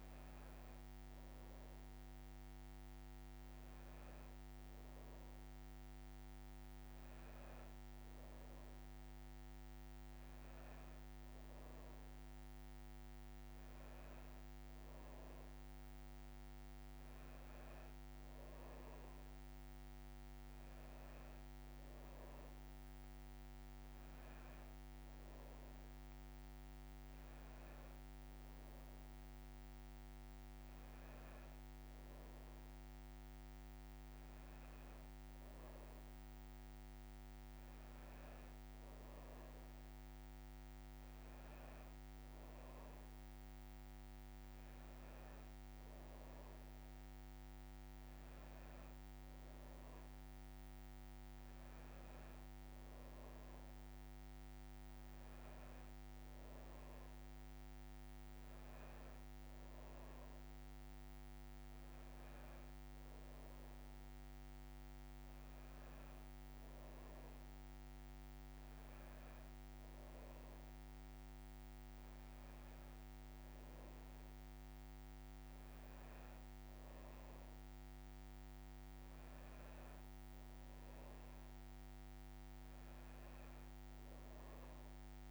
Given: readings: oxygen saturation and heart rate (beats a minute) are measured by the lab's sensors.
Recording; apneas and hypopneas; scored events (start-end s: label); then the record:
breathing in sleep, hard to hear, by a microphone on the trachea; none
none scored
From the record:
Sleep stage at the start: N2 (light sleep); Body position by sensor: on the back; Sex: female